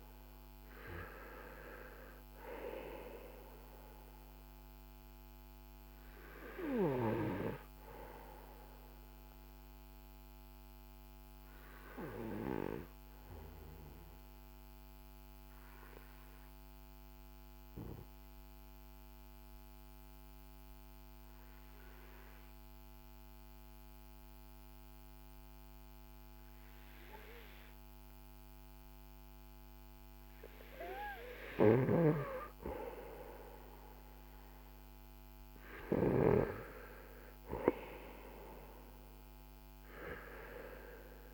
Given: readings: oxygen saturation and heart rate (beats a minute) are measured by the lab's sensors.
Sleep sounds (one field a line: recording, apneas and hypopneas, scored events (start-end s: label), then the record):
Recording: breathing in sleep by a microphone on the trachea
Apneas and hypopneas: 1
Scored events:
8.00-30.00 s: obstructive apnea (oxygen 96% before, 91% lowest, heart rate 57 before, 47 extreme, up 7 after)
32.00-36.00 s: arousal
39.50-41.34 s: oxygen desaturation (device-marked, oxygen 96% before, 91% lowest, heart rate 53 before, 35 extreme)
From the record:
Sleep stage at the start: N2 (light sleep)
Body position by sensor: on the right side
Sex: male